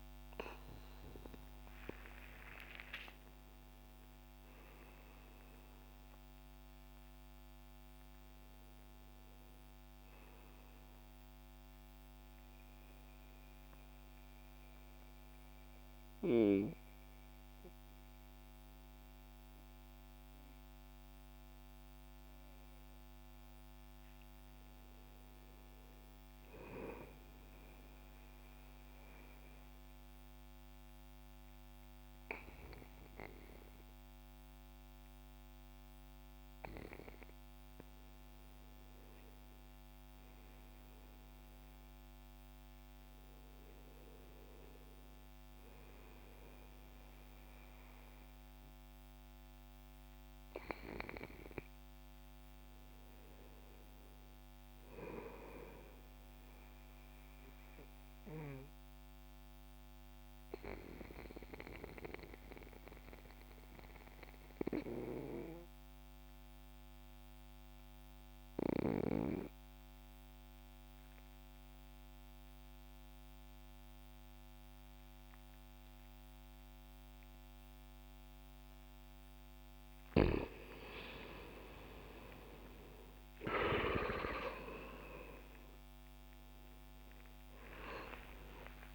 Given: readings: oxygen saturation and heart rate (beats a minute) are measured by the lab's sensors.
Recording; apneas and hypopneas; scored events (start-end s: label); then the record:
breathing in sleep by a microphone on the trachea; 3
0.00-2.00 s: oxygen desaturation (device-marked, oxygen 90% lowest, heart rate 62 extreme)
2.00-6.50 s: arousal
11.00-24.00 s: mixed apnea (oxygen 95% before, 86% lowest, heart rate 67 before, 63 extreme, up 3 after)
25.00-27.00 s: arousal
28.00-38.00 s: obstructive apnea (oxygen 95% before, 83% lowest, heart rate 66 before, 63 extreme, up 9 after)
33.00-44.00 s: oxygen desaturation (device-marked, oxygen 95% before, 91% lowest, heart rate 64 before, 63 extreme)
39.50-43.50 s: arousal
49.00-64.00 s: oxygen desaturation (device-marked, oxygen 93% before, 89% lowest, heart rate 67 before, 60 extreme)
56.50-79.50 s: obstructive apnea (oxygen 95% before, 82% lowest, heart rate 66 before, 60 extreme, up 7 after)
78.00-88.94 s: oxygen desaturation (device-marked, oxygen 94% before, 82% lowest, heart rate 64 before, 62 extreme)
From the record:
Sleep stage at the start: N2 (light sleep); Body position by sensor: on the back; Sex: male